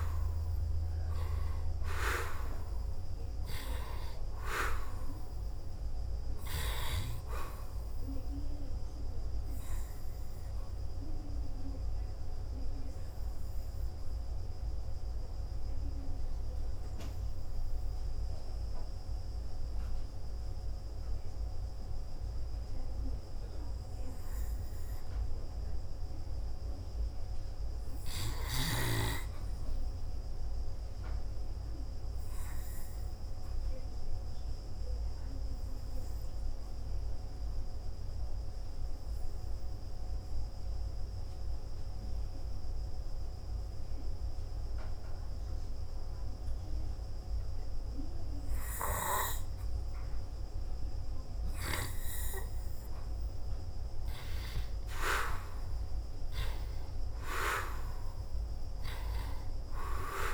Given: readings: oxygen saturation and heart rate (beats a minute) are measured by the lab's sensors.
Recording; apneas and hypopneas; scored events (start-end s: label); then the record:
breathing in sleep by a room microphone; 2
0.00-9.50 s: oxygen desaturation (device-marked, oxygen 90% lowest, heart rate 55 extreme)
16.00-28.00 s: obstructive apnea (oxygen 94% before, 85% lowest, heart rate 58 before, 53 extreme, up 0 after)
25.50-39.50 s: oxygen desaturation (device-marked, oxygen 91% before, 85% lowest, heart rate 59 before, 52 extreme)
30.50-34.50 s: arousal
39.00-53.50 s: hypopnea (oxygen 95% before, 86% lowest, heart rate 56 before, 52 extreme, up 6 after)
55.00-59.00 s: arousal
From the record:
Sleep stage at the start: N2 (light sleep); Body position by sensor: on the back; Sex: male